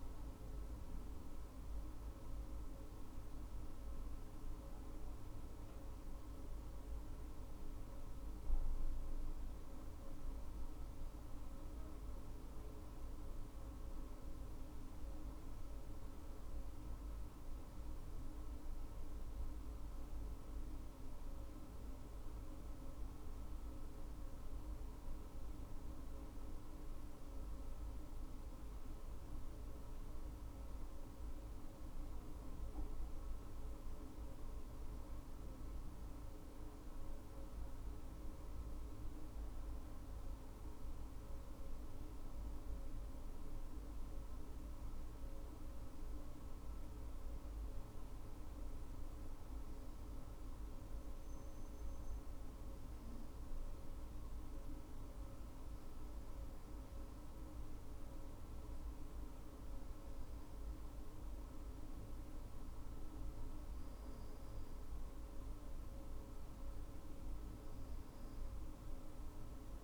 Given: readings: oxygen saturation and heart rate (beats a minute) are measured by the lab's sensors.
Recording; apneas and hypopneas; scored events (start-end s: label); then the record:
breathing in sleep, hard to hear, by a room microphone; 1
36.00-52.50 s: hypopnea (oxygen 99% before, 97% lowest, heart rate 60 before, 57 extreme, up 18 after)
55.50-59.50 s: arousal
From the record:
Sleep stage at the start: N2 (light sleep); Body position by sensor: on the right side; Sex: female